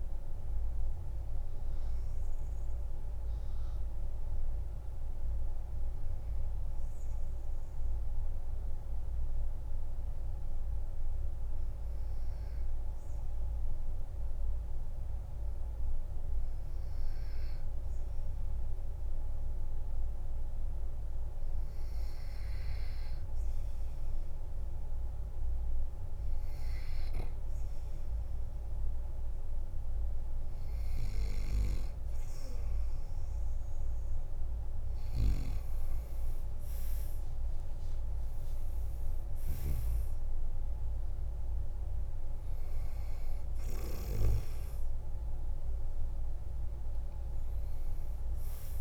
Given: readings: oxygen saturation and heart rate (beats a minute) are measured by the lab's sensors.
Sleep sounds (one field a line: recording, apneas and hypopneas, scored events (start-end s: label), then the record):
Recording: breathing in sleep, hard to hear, by a room microphone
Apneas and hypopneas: 1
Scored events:
0.00-14.50 s: oxygen desaturation (device-marked, oxygen 92% lowest, heart rate 43 extreme)
4.00-29.50 s: obstructive apnea (oxygen 98% before, 92% lowest, heart rate 54 before, 43 extreme, up 13 after)
26.50-48.81 s: oxygen desaturation (device-marked, oxygen 99% before, 94% lowest, heart rate 45 before, 44 extreme)
34.00-38.00 s: arousal
From the record:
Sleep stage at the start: N2 (light sleep)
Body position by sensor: on the back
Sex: male